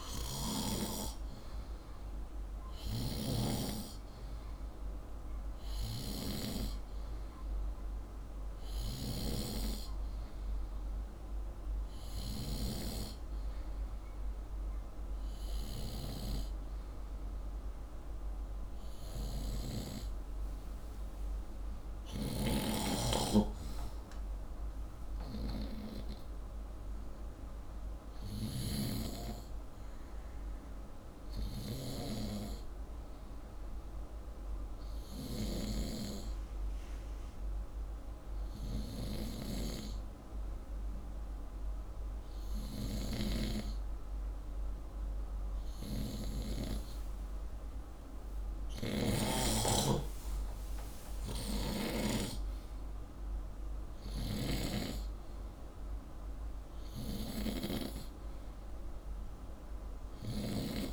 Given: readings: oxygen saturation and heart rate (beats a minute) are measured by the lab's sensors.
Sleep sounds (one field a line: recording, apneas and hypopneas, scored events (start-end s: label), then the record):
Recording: breathing in sleep by a room microphone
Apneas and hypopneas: none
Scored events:
0.00-3.00 s: snoring (device-marked)
22.00-28.50 s: snoring (device-marked)
51.00-60.93 s: oxygen desaturation (device-marked, oxygen 95% before, 91% lowest, heart rate 65 before, 63 extreme)
From the record:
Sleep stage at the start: N2 (light sleep)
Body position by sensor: upright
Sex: male